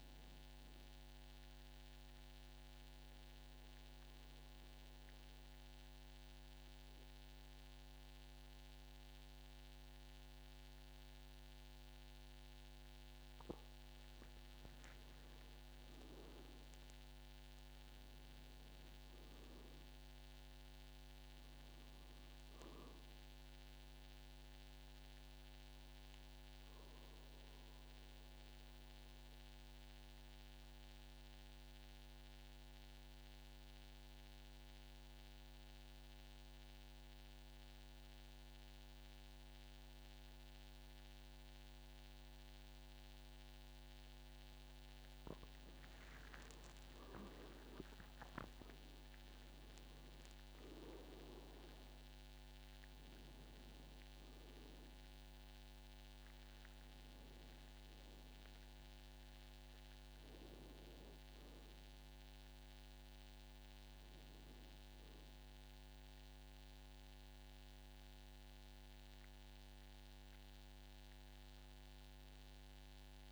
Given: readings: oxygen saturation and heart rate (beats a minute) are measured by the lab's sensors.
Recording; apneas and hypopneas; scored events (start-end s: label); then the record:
breathing in sleep, hard to hear, by a microphone on the trachea; 2
1.50-14.50 s: obstructive apnea (oxygen 100% before, 91% lowest, heart rate 57 before, 49 extreme, up 16 after)
16.50-19.50 s: arousal
20.50-41.50 s: oxygen desaturation (device-marked, oxygen 97% before, 93% lowest, heart rate 55 before, 49 extreme)
27.00-45.00 s: obstructive apnea (oxygen 97% before, 91% lowest, heart rate 57 before, 50 extreme, up 30 after)
46.50-50.00 s: arousal
47.50-49.50 s: long interval between heartbeats (device-marked, heart rate 52 before, 68 extreme)
48.50-72.50 s: oxygen desaturation (device-marked, oxygen 98% before, 91% lowest, heart rate 52 before, 51 extreme)
57.50-59.50 s: long interval between heartbeats (device-marked, heart rate 62 before, 70 extreme)
From the record:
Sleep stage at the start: N2 (light sleep); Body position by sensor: on the back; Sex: male